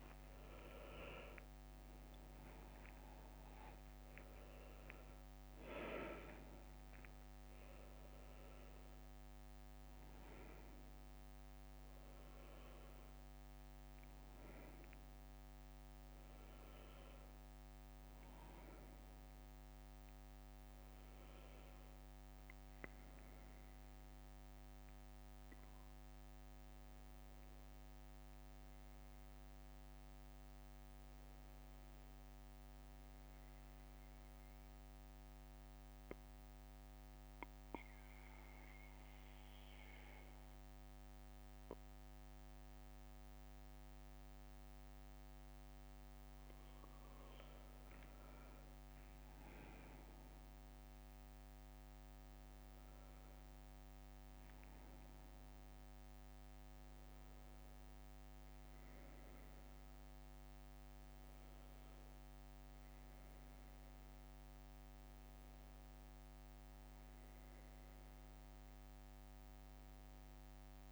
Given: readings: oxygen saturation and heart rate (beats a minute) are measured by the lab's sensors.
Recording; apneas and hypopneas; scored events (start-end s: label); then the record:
breathing in sleep, hard to hear, by a microphone on the trachea; 1
0.00-3.50 s: leg movement (device-marked)
0.00-11.50 s: oxygen desaturation (device-marked, oxygen 86% lowest, heart rate 68 extreme)
25.50-29.50 s: arousal
34.00-46.50 s: central apnea (oxygen 99% before, 95% lowest, heart rate 71 before, 66 extreme, up 2 after)
48.50-52.00 s: arousal
From the record:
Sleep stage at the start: N2 (light sleep); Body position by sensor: on the back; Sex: male